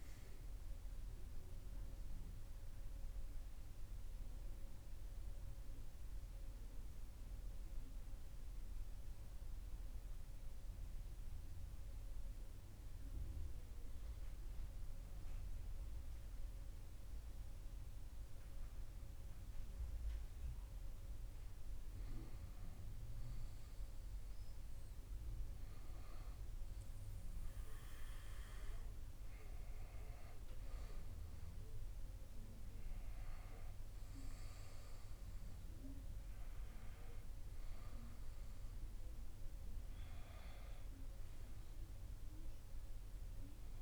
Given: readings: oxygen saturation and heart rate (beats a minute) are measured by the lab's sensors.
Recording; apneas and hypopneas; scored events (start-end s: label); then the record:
breathing in sleep, hard to hear, by a room microphone; 1
3.50-21.50 s: obstructive apnea (oxygen 97% before, 94% lowest)
23.50-28.00 s: arousal
From the record:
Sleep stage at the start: REM sleep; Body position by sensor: on the back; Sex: male